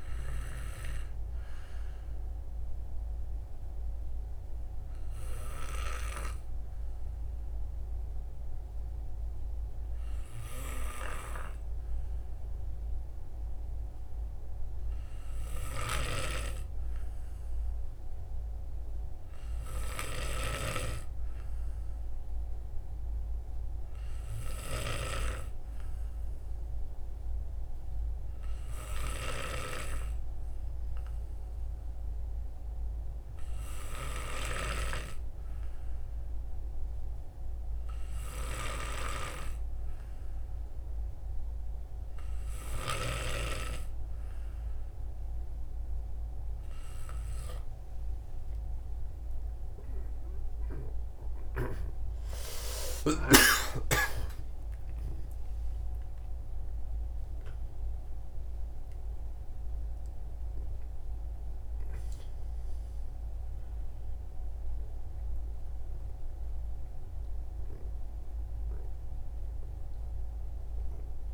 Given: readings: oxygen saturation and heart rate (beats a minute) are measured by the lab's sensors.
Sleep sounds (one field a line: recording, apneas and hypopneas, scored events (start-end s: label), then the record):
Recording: breathing in sleep by a room microphone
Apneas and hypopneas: 1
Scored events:
3.00-15.50 s: hypopnea (oxygen 96% before, 93% lowest, heart rate 68 before, 64 extreme, up 6 after)
17.00-21.00 s: arousal
53.00-57.50 s: arousal
From the record:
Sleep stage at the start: N2 (light sleep)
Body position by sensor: on the right side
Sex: male